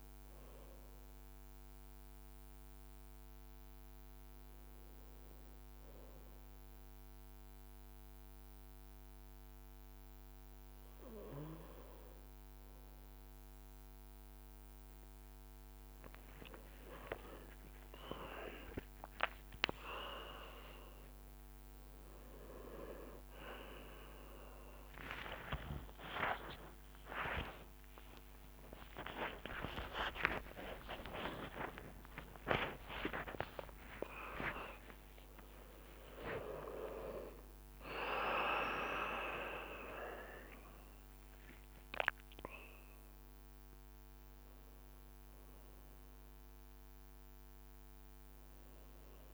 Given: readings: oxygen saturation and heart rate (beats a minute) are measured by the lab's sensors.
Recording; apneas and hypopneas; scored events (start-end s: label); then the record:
a person awake in a sleep study, by a microphone on the trachea; none
15.00-23.00 s: leg movement (device-marked)
16.50-18.50 s: long interval between heartbeats (device-marked, heart rate 59 before, 69 extreme)
25.50-38.50 s: tachycardia (device-marked, heart rate 61 before, 163 extreme)
28.50-30.50 s: long interval between heartbeats (device-marked, heart rate 66 before, 104 extreme)
32.50-34.50 s: long interval between heartbeats (device-marked, heart rate 81 before, 146 extreme)
35.00-37.00 s: long interval between heartbeats (device-marked, heart rate 90 before, 144 extreme)
From the record:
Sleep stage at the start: awake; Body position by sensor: on the right side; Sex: male